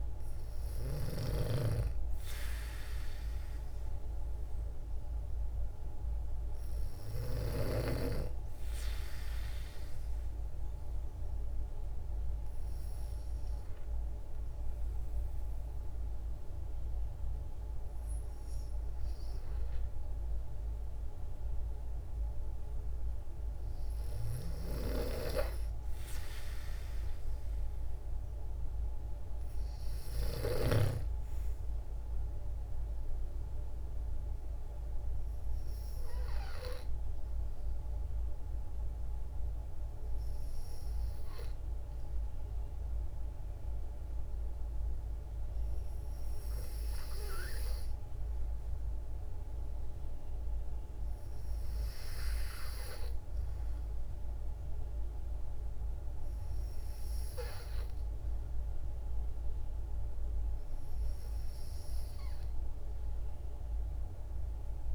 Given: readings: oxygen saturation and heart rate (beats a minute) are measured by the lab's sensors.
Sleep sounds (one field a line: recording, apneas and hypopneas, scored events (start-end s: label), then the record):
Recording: breathing in sleep by a room microphone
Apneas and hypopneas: 2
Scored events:
1.50-5.00 s: arousal
8.50-22.00 s: obstructive apnea (oxygen 95% before, 93% lowest, heart rate 57 before, 54 extreme, up 3 after)
26.50-30.00 s: arousal
34.00-46.50 s: obstructive apnea (oxygen 96% before, 93% lowest, heart rate 57 before, 54 extreme, up 5 after)
49.00-52.50 s: arousal
From the record:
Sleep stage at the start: N2 (light sleep)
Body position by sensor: on the back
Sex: female